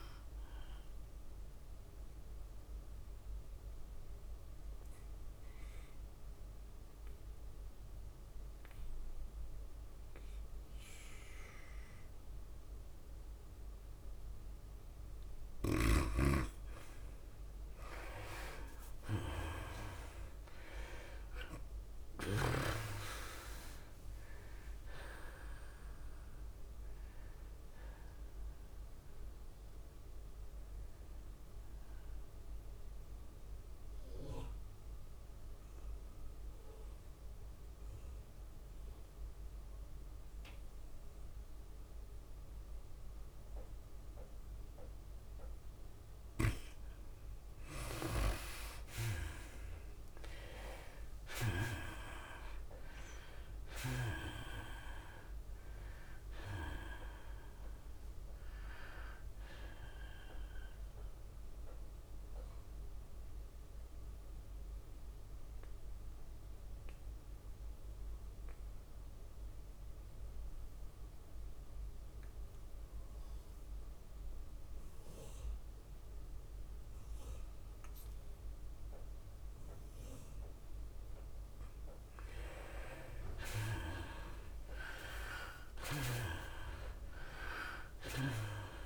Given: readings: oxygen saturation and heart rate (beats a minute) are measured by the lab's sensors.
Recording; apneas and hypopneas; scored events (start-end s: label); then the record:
breathing in sleep by a room microphone; 3
0.00-11.00 s: oxygen desaturation (device-marked, oxygen 88% lowest, heart rate 99 extreme)
0.00-12.00 s: tachycardia (device-marked, heart rate 104 extreme)
0.50-15.50 s: mixed apnea (oxygen 97% before, 81% lowest, heart rate 102 before, 99 extreme, up 0 after)
17.00-45.00 s: oxygen desaturation (device-marked, oxygen 97% before, 81% lowest, heart rate 102 before, 98 extreme)
18.00-22.00 s: arousal
21.00-34.00 s: tachycardia (device-marked, heart rate 104 before, 104 extreme)
24.00-38.00 s: drop in pulse transit time (device-marked, heart rate 101 before, 100 extreme)
33.00-47.50 s: mixed apnea (oxygen 97% before, 81% lowest, heart rate 101 before, 98 extreme, up 4 after)
49.50-52.50 s: arousal
50.00-64.00 s: tachycardia (device-marked, heart rate 104 before, 104 extreme)
50.00-70.00 s: oxygen desaturation (device-marked, oxygen 99% before, 82% lowest, heart rate 100 before, 97 extreme)
61.00-82.00 s: mixed apnea (oxygen 99% before, 82% lowest, heart rate 100 before, 97 extreme, up 6 after)
80.00-88.86 s: oxygen desaturation (device-marked, oxygen 99% before, 82% lowest, heart rate 100 before, 98 extreme)
81.00-88.86 s: tachycardia (device-marked, heart rate 103 before, 105 extreme)
84.00-87.00 s: arousal
87.00-88.86 s: drop in pulse transit time (device-marked, heart rate 99 before, 101 extreme)
From the record:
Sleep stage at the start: N2 (light sleep); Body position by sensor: on the right side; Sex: female